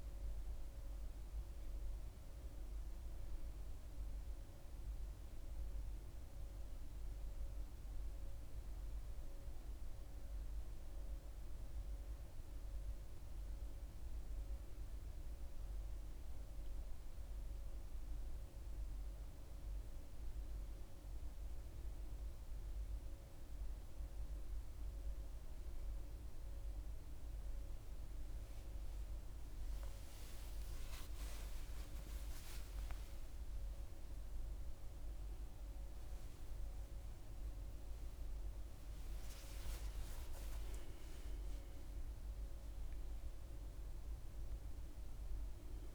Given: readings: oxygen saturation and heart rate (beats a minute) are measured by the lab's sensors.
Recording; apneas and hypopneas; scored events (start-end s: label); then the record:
a person awake in a sleep study, hard to hear, by a room microphone; none
none scored
From the record:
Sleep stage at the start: awake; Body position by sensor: on the back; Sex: female